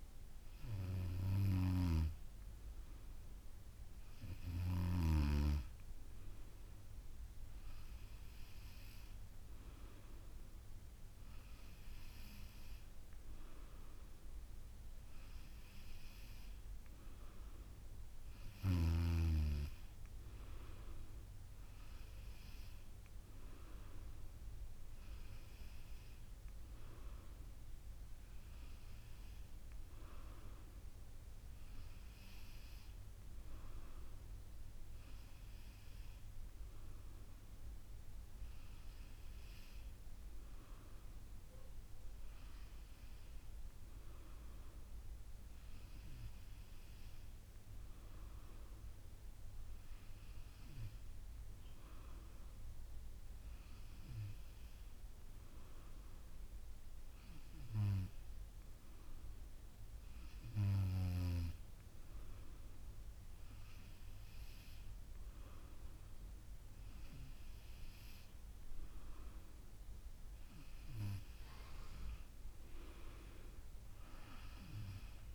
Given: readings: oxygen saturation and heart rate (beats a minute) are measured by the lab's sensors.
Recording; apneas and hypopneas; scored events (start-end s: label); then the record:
breathing in sleep by a room microphone; none
none scored
From the record:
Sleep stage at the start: N2 (light sleep); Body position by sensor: on the back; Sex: female